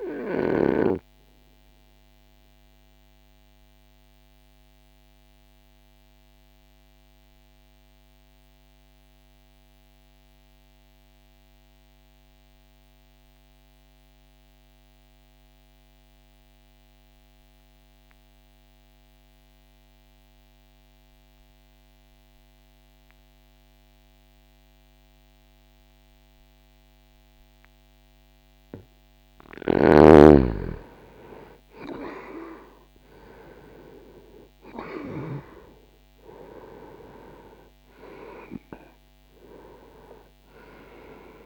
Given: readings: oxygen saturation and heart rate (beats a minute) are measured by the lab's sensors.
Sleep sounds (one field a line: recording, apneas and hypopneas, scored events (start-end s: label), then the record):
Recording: breathing in sleep by a microphone on the trachea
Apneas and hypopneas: 1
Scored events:
1.50-27.50 s: obstructive apnea (oxygen 99% before, 88% lowest, heart rate 62 before, 59 extreme, up 1 after)
13.00-23.00 s: oxygen desaturation (device-marked, oxygen 93% before, 88% lowest, heart rate 61 before, 59 extreme)
30.50-36.00 s: arousal
From the record:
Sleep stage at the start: N2 (light sleep)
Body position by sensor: on the back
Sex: male